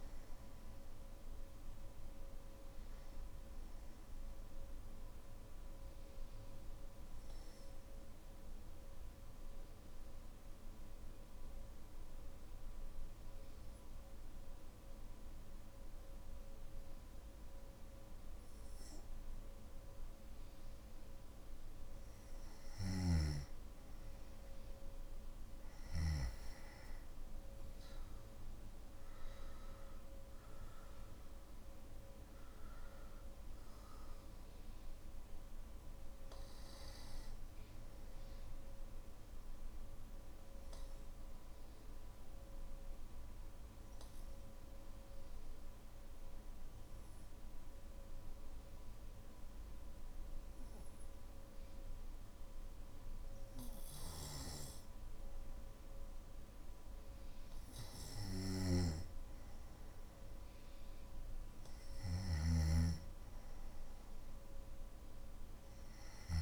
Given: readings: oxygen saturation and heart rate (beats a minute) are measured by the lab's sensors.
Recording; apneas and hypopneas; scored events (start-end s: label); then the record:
breathing in sleep by a room microphone; 2
4.00-22.50 s: obstructive apnea (oxygen 96% before, 92% lowest, heart rate 55 before, 48 extreme, up 12 after)
22.00-25.50 s: snoring (device-marked)
30.00-53.00 s: oxygen desaturation (device-marked, oxygen 97% before, 92% lowest, heart rate 53 before, 51 extreme)
38.00-54.50 s: obstructive apnea (oxygen 97% before, 92% lowest, heart rate 56 before, 51 extreme, up 3 after)
57.50-62.00 s: snoring (device-marked)
From the record:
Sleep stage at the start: N1 (lightest sleep); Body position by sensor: on the back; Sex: male